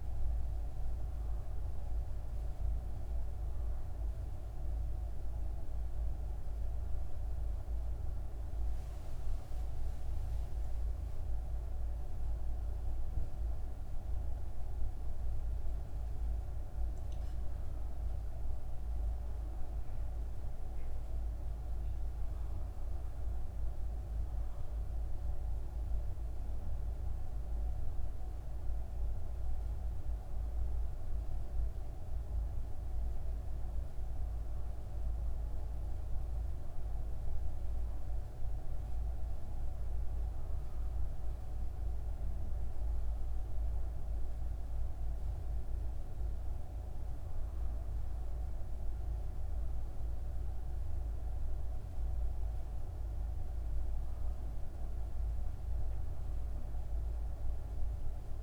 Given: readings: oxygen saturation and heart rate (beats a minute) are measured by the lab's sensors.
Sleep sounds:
a person awake in a sleep study, hard to hear, by a room microphone; none
none scored
From the record:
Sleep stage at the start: awake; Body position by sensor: on the left side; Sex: male

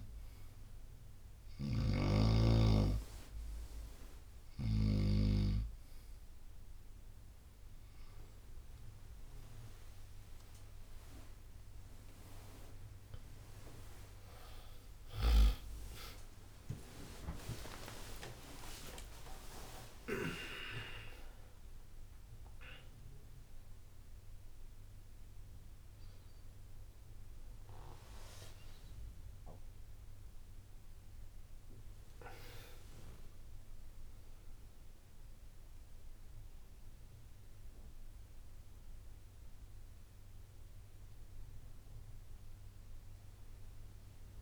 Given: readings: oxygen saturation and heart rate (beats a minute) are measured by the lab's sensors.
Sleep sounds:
a person awake in a sleep study, by a room microphone; none
0.00-2.00 s: snoring (device-marked)
9.00-11.00 s: long interval between heartbeats (device-marked, heart rate 71 before, 79 extreme)
12.50-42.50 s: new sleep stage, awake
14.50-21.50 s: tachycardia (device-marked, heart rate 68 before, 117 extreme)
16.50-32.50 s: drop in pulse transit time (device-marked, heart rate 76 before, 75 extreme)
17.00-19.00 s: long interval between heartbeats (device-marked, heart rate 76 before, 85 extreme)
35.50-41.50 s: oxygen desaturation (device-marked, oxygen 96% before, 92% lowest, heart rate 91 before, 60 extreme)
42.50-44.42 s: new sleep stage, N1 (lightest sleep)
From the record:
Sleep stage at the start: N2 (light sleep); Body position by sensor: on the back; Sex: male

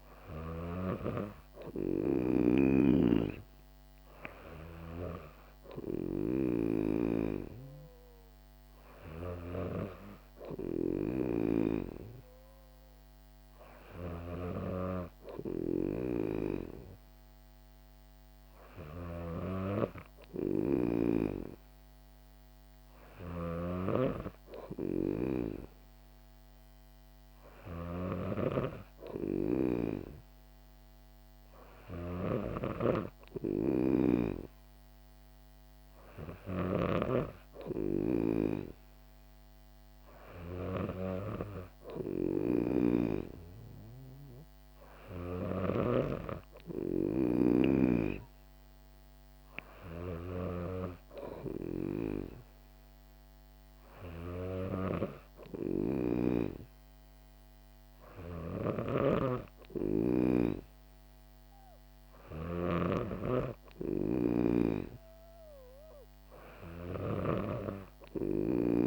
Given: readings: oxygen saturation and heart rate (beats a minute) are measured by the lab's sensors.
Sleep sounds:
breathing in sleep by a microphone on the trachea; none
23.50-28.50 s: snoring (device-marked)
36.50-47.50 s: snoring (device-marked)
59.00-67.50 s: snoring (device-marked)
From the record:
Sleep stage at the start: N2 (light sleep); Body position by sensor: on the back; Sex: female

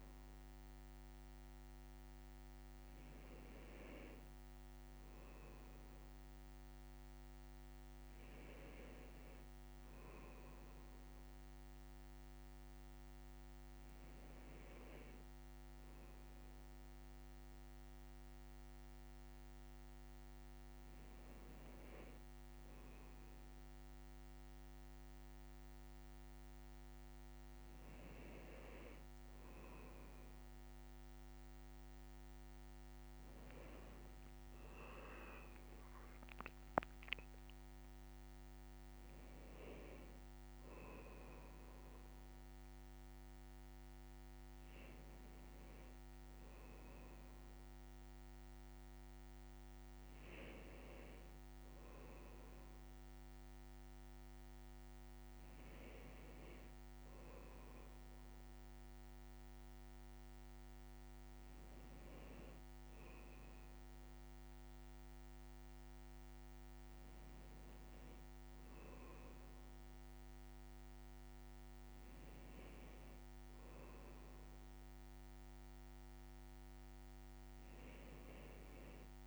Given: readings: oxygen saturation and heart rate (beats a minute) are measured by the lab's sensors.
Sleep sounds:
a person awake in a sleep study, hard to hear, by a microphone on the trachea; none
none scored
From the record:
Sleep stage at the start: awake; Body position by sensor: on the left side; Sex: male

